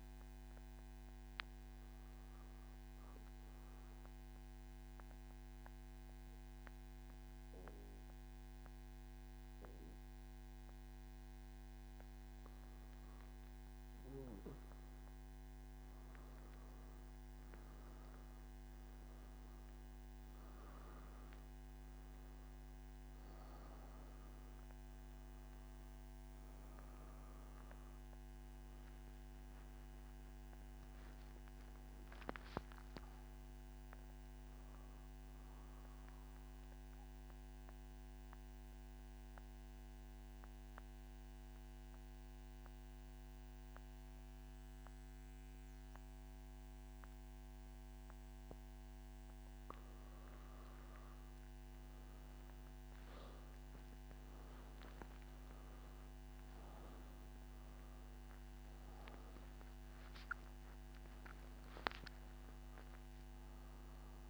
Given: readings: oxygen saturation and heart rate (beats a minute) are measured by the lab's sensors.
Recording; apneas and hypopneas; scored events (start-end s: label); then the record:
breathing in sleep, hard to hear, by a microphone on the trachea; 2
4.50-14.50 s: central apnea (oxygen 96% before, 93% lowest, heart rate 122 before, 118 extreme, up 11 after)
24.50-45.50 s: oxygen desaturation (device-marked, oxygen 97% before, 93% lowest, heart rate 125 before, 106 extreme)
36.50-49.50 s: central apnea (oxygen 97% before, 92% lowest, heart rate 126 before, 106 extreme, up 53 after)
From the record:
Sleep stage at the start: N2 (light sleep); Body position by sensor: on the back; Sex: male